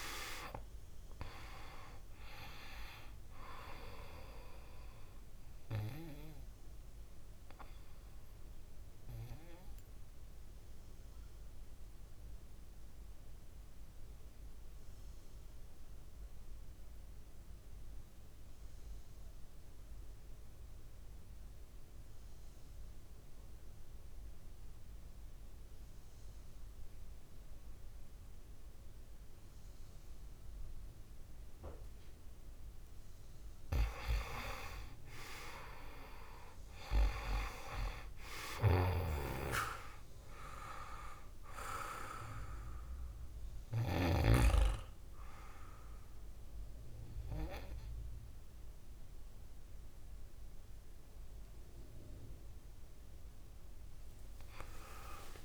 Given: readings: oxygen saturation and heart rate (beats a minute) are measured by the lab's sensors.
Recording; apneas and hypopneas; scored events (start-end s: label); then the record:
breathing in sleep by a room microphone; 1
0.00-19.00 s: oxygen desaturation (device-marked, oxygen 88% lowest, heart rate 54 extreme)
8.50-33.00 s: mixed apnea (oxygen 99% before, 88% lowest, heart rate 72 before, 54 extreme, up 2 after)
33.00-55.45 s: oxygen desaturation (device-marked, oxygen 100% before, 90% lowest, heart rate 59 before, 52 extreme)
35.50-39.00 s: arousal
From the record:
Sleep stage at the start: N2 (light sleep); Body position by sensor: on the back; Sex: male